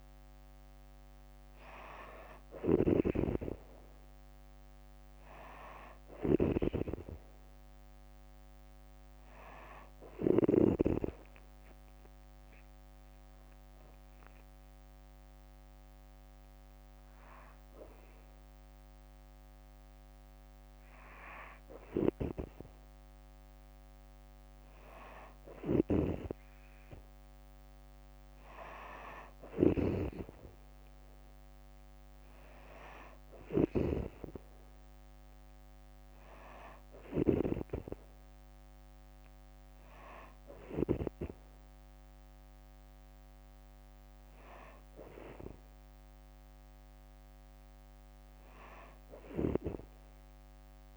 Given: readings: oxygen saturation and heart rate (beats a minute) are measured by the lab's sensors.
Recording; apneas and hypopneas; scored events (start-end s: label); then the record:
breathing in sleep by a microphone on the trachea; 1
0.00-10.00 s: snoring (device-marked)
8.50-50.97 s: new sleep stage, N2 (light sleep)
10.50-21.50 s: hypopnea (oxygen 97% before, 93% lowest, heart rate 66 before, 64 extreme, up 2 after)
24.00-27.50 s: arousal
25.00-40.50 s: snoring (device-marked)
29.50-41.50 s: oxygen desaturation (device-marked, oxygen 96% before, 93% lowest, heart rate 66 before, 64 extreme)
From the record:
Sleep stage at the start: N3 (deep sleep); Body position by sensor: on the back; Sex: female